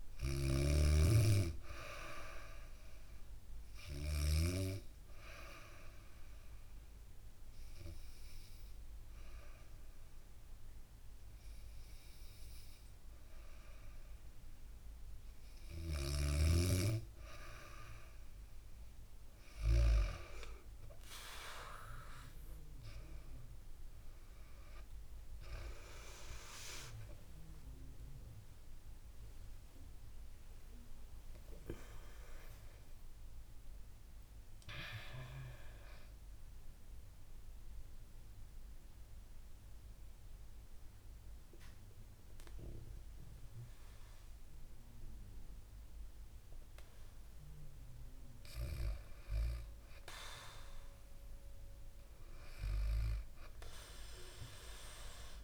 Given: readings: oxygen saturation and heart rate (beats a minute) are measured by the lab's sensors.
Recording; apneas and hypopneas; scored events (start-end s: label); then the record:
breathing in sleep by a room microphone; 2
0.00-3.50 s: snoring (device-marked)
3.50-14.50 s: hypopnea (oxygen 96% before, 92% lowest, heart rate 68 before, 66 extreme, up 3 after)
23.00-38.00 s: oxygen desaturation (device-marked, oxygen 96% before, 92% lowest, heart rate 68 before, 55 extreme)
24.50-31.00 s: arousal
35.00-47.00 s: mixed apnea (oxygen 96% before, 93% lowest, heart rate 75 before, 55 extreme)
48.00-52.00 s: arousal
48.00-55.44 s: bradycardia (device-marked, heart rate 69 before, 55 extreme)
From the record:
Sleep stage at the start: N2 (light sleep); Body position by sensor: on the back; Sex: female